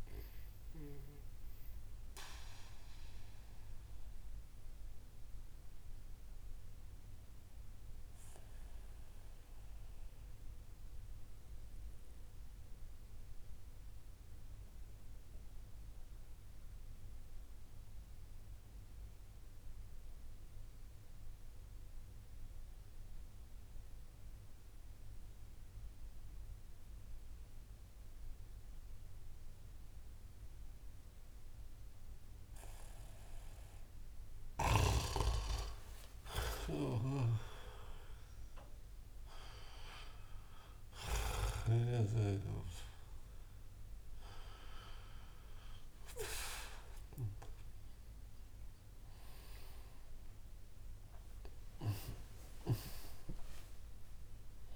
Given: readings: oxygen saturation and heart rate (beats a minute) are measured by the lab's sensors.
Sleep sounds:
breathing in sleep by a room microphone; 1
0.50-33.50 s: obstructive apnea (oxygen 99% before, 92% lowest)
35.50-40.00 s: arousal
36.50-41.50 s: snoring (device-marked)
50.00-54.50 s: arousal
From the record:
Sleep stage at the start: N2 (light sleep); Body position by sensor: on the back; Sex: male

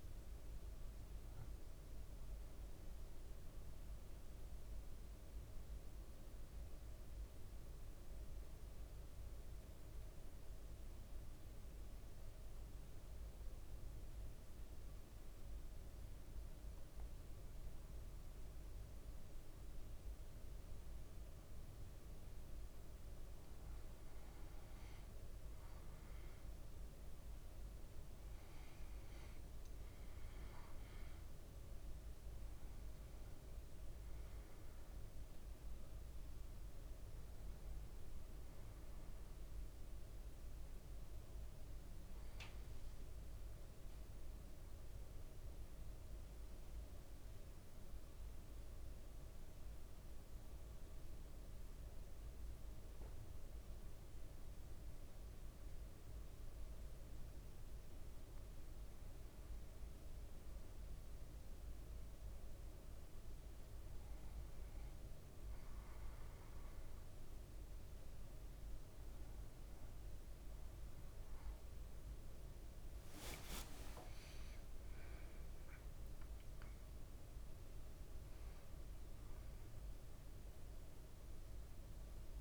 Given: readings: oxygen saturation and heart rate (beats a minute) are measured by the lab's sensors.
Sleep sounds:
breathing in sleep, hard to hear, by a room microphone; 2
0.00-14.50 s: oxygen desaturation (device-marked, oxygen 95% lowest, heart rate 56 extreme)
6.50-23.00 s: central apnea (oxygen 99% before, 95% lowest, heart rate 59 before, 55 extreme, up 4 after)
26.50-30.00 s: arousal
42.00-57.50 s: mixed apnea (oxygen 99% before, 96% lowest, heart rate 59 before, 54 extreme, up 3 after)
62.50-82.41 s: new sleep stage, awake
73.00-75.50 s: leg movement (device-marked)
From the record:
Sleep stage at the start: N2 (light sleep); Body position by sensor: on the back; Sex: male

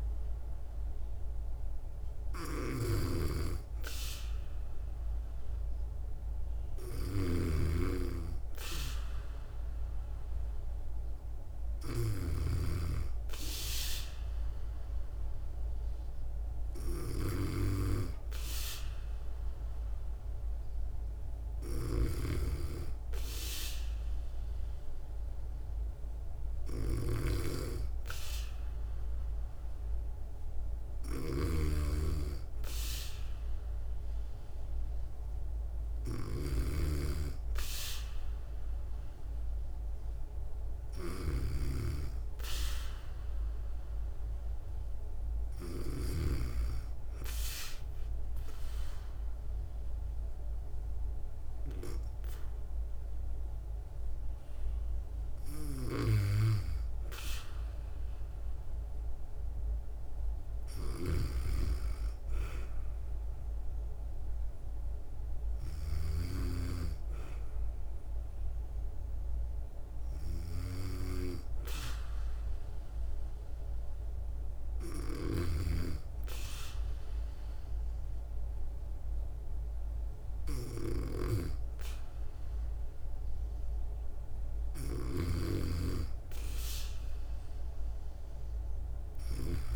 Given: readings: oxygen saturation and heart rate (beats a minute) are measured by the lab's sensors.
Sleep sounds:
breathing in sleep by a room microphone; 2
2.00-21.50 s: snoring (device-marked)
30.50-46.00 s: snoring (device-marked)
46.00-56.50 s: obstructive apnea (oxygen 96% before, 94% lowest, heart rate 63 before, 57 extreme, up 1 after)
55.00-66.00 s: snoring (device-marked)
59.50-64.00 s: arousal
71.00-83.50 s: hypopnea (oxygen 97% before, 94% lowest, heart rate 61 before, 57 extreme, up 4 after)
74.50-85.00 s: snoring (device-marked)
85.50-89.50 s: arousal
From the record:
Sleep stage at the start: N2 (light sleep); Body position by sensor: on the back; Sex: female

